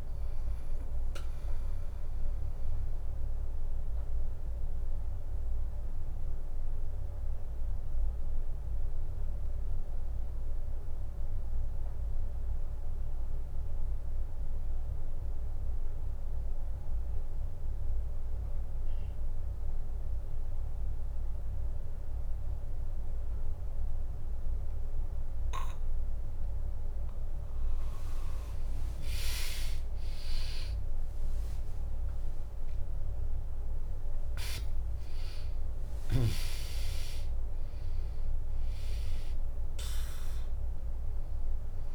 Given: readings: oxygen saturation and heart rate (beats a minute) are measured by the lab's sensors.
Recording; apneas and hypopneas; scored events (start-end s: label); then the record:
breathing in sleep by a room microphone; 1
0.00-6.00 s: drop in pulse transit time (device-marked, heart rate 60 extreme)
3.00-25.50 s: mixed apnea (oxygen 99% before, 95% lowest, heart rate 65 before, 61 extreme, up 2 after)
28.50-33.50 s: arousal
31.00-41.95 s: drop in pulse transit time (device-marked, heart rate 65 before, 61 extreme)
36.00-41.95 s: oxygen desaturation (device-marked, oxygen 100% before, 95% lowest, heart rate 64 before, 60 extreme)
From the record:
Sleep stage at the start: N2 (light sleep); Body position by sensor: on the back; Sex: female